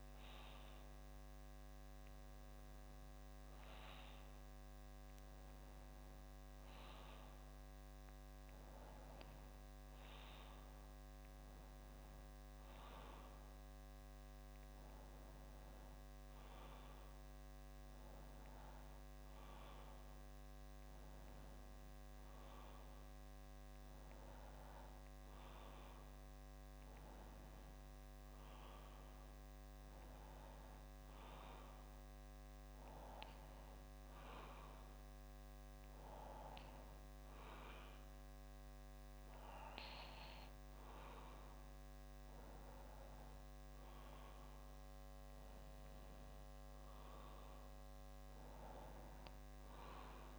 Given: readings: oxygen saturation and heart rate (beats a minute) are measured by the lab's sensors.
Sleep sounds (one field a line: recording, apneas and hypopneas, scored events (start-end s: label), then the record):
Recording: breathing in sleep, hard to hear, by a microphone on the trachea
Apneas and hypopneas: none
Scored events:
44.50-50.39 s: bradycardia (device-marked, heart rate 64 before, 55 extreme)
45.50-47.50 s: long interval between heartbeats (device-marked, heart rate 63 before, 64 extreme)
From the record:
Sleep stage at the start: REM sleep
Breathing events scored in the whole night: 118 in 4.5 hours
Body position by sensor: on the back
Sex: male